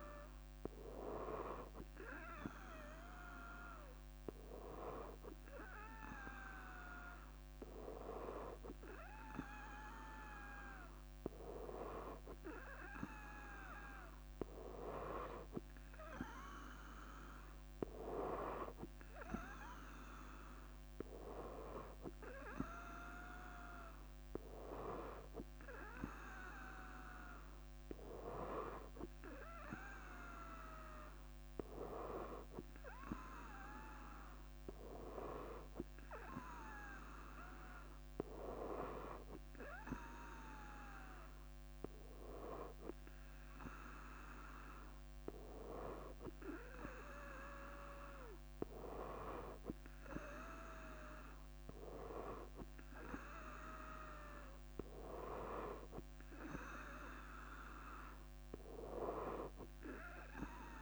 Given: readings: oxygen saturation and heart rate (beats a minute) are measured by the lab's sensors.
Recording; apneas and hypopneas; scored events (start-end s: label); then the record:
breathing in sleep by a microphone on the trachea; none
14.00-17.00 s: leg movement (device-marked)
54.50-60.82 s: leg movement (device-marked)
From the record:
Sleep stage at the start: N2 (light sleep); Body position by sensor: on the front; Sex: female